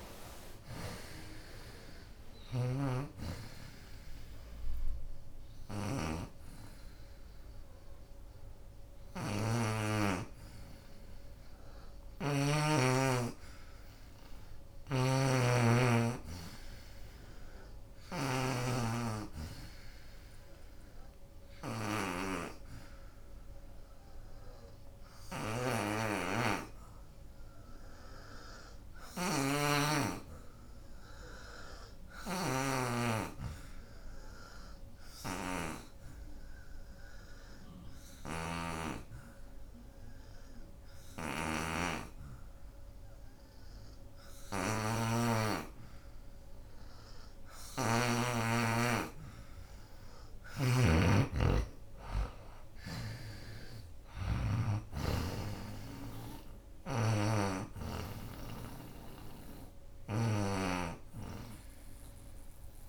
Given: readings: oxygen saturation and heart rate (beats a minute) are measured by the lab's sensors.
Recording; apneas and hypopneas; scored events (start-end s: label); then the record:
breathing in sleep by a room microphone; 1
0.00-2.00 s: arousal
0.00-8.00 s: drop in pulse transit time (device-marked, heart rate 81 extreme)
0.00-19.00 s: oxygen desaturation (device-marked, oxygen 83% lowest, heart rate 59 extreme)
18.00-47.00 s: obstructive apnea (oxygen 89% before, 82% lowest, heart rate 82 before, 59 extreme, up 22 after)
24.00-27.00 s: oxygen desaturation (device-marked, oxygen 92% before, 86% lowest, heart rate 80 before, 60 extreme)
25.00-27.00 s: bradycardia (device-marked, heart rate 79 before, 70 extreme)
26.00-28.00 s: long interval between heartbeats (device-marked, heart rate 79 before, 70 extreme)
30.00-40.00 s: drop in pulse transit time (device-marked, heart rate 76 before, 60 extreme)
32.50-34.50 s: long interval between heartbeats (device-marked, heart rate 74 before, 64 extreme)
39.00-50.00 s: oxygen desaturation (device-marked, oxygen 89% before, 86% lowest, heart rate 72 before, 68 extreme)
48.00-50.50 s: arousal
51.00-60.00 s: drop in pulse transit time (device-marked, heart rate 69 before, 77 extreme)
52.00-62.89 s: oxygen desaturation (device-marked, oxygen 88% before, 82% lowest, heart rate 70 before, 65 extreme)
From the record:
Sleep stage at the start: N2 (light sleep); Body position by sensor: on the back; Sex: female